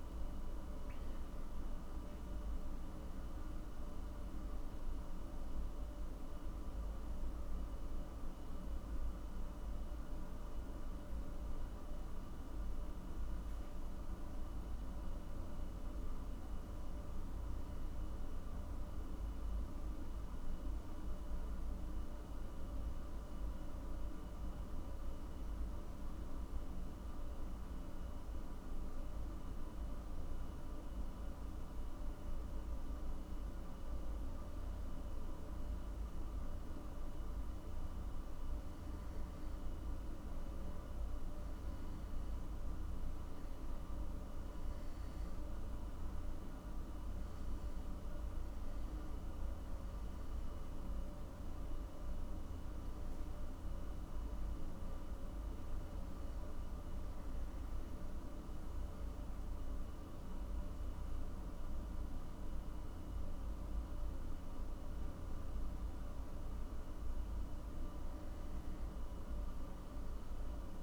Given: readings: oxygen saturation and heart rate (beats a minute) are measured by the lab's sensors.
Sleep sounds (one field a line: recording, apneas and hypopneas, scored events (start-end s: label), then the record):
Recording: breathing in sleep, hard to hear, by a room microphone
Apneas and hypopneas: 2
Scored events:
16.00-20.50 s: arousal
27.00-37.50 s: hypopnea (oxygen 98% before, 95% lowest, heart rate 59 before, 53 extreme, up 5 after)
38.00-42.00 s: arousal
56.00-66.00 s: hypopnea (oxygen 97% before, 95% lowest, heart rate 59 before, 53 extreme, up 8 after)
67.50-70.83 s: arousal
From the record:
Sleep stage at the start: N2 (light sleep)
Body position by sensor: on the back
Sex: male